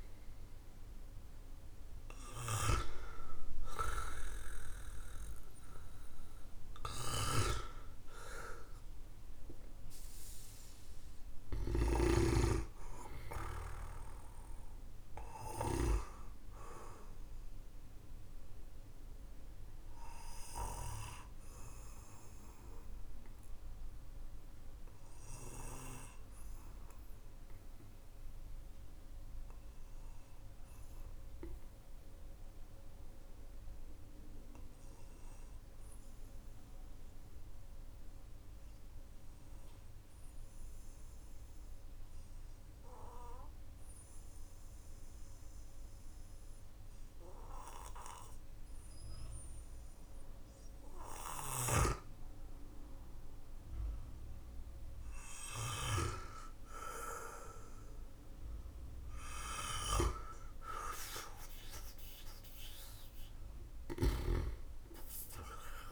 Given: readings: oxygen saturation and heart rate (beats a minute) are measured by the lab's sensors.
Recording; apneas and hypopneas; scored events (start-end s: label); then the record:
breathing in sleep by a room microphone; 1
0.00-3.50 s: arousal
2.00-15.50 s: snoring (device-marked)
16.50-39.50 s: oxygen desaturation (device-marked, oxygen 99% before, 94% lowest, heart rate 57 before, 43 extreme)
18.50-60.00 s: obstructive apnea (oxygen 99% before, 94% lowest, heart rate 57 before, 43 extreme, up 5 after)
64.50-65.91 s: oxygen desaturation (device-marked, oxygen 98% before, 95% lowest, heart rate 55 before, 45 extreme)
From the record:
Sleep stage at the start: N2 (light sleep); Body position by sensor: on the back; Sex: male